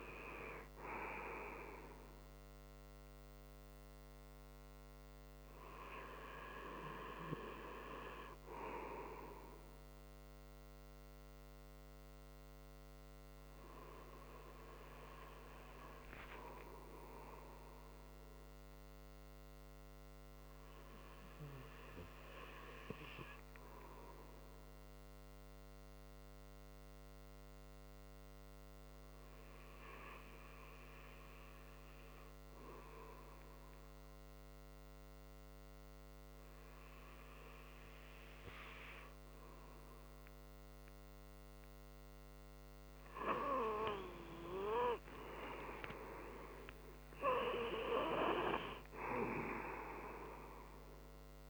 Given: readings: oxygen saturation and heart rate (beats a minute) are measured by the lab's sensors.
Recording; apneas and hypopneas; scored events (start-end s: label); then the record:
breathing in sleep by a microphone on the trachea; 1
9.50-51.49 s: new sleep stage, N2 (light sleep)
19.00-41.00 s: obstructive apnea (oxygen 99% before, 93% lowest)
39.50-51.49 s: oxygen desaturation (device-marked, oxygen 97% before, 93% lowest)
44.50-49.00 s: arousal
From the record:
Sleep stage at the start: N1 (lightest sleep); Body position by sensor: on the right side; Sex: male